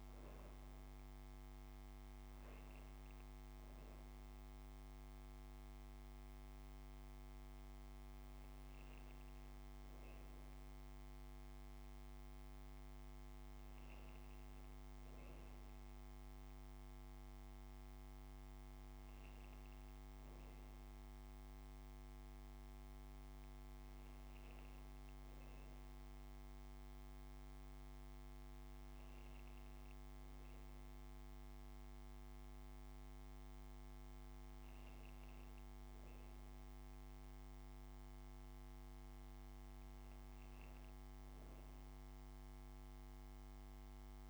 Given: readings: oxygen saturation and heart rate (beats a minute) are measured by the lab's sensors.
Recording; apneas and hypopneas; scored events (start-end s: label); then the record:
breathing in sleep, hard to hear, by a microphone on the trachea; none
none scored
From the record:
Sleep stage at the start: N2 (light sleep); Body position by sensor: on the right side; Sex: female